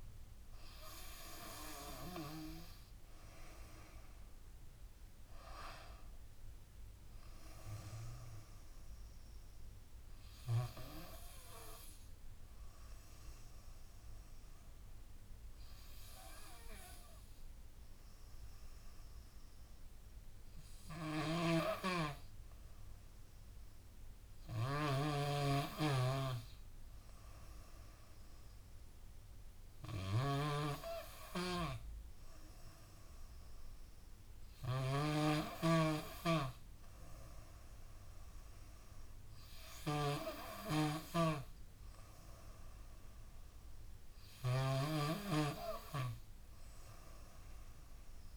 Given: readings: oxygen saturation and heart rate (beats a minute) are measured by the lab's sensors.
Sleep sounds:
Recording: breathing in sleep by a room microphone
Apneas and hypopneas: none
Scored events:
3.50-13.50 s: drop in pulse transit time (device-marked, heart rate 82 before, 82 extreme)
21.00-48.37 s: snoring (device-marked)
From the record:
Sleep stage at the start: N2 (light sleep)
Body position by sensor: on the left side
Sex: female

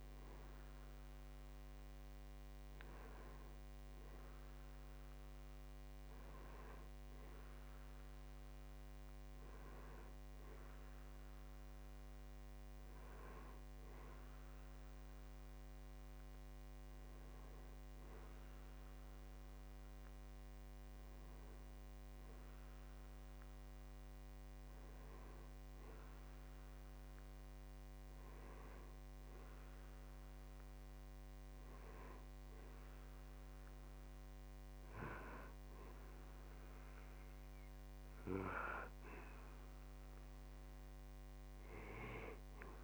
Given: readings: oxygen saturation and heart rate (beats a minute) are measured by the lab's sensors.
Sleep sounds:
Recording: breathing in sleep by a microphone on the trachea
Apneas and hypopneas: none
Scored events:
none scored
From the record:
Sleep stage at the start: N2 (light sleep)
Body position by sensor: on the back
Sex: male

